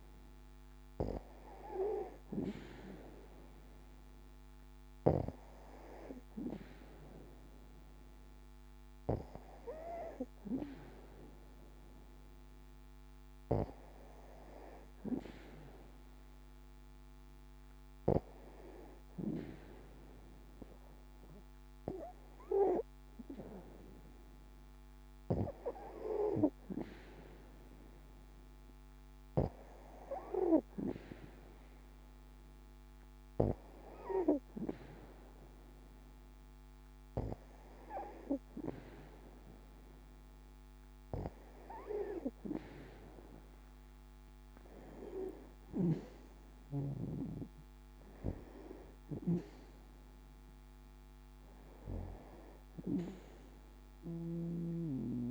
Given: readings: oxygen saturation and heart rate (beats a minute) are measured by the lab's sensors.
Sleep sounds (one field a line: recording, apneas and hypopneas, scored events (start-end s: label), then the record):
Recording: breathing in sleep by a microphone on the trachea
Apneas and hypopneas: none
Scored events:
none scored
From the record:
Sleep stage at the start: N2 (light sleep)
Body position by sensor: on the back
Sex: female